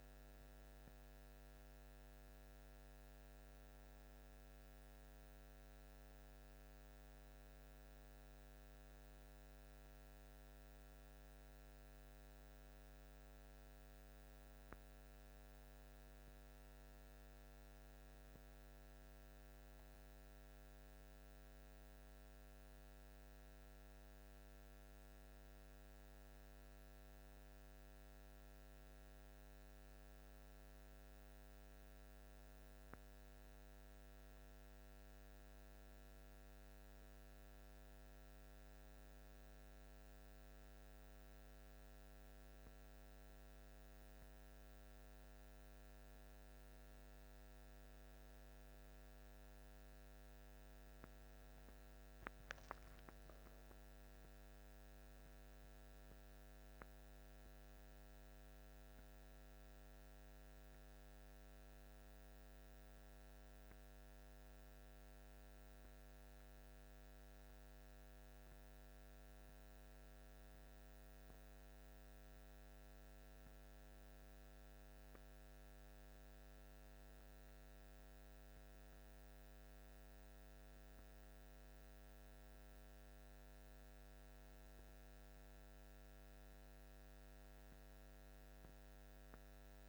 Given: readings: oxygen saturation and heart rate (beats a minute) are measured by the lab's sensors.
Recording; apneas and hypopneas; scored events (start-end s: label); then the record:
a person awake in a sleep study, hard to hear, by a microphone on the trachea; none
44.00-89.89 s: new sleep stage, awake
From the record:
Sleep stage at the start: N1 (lightest sleep); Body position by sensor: on the back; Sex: male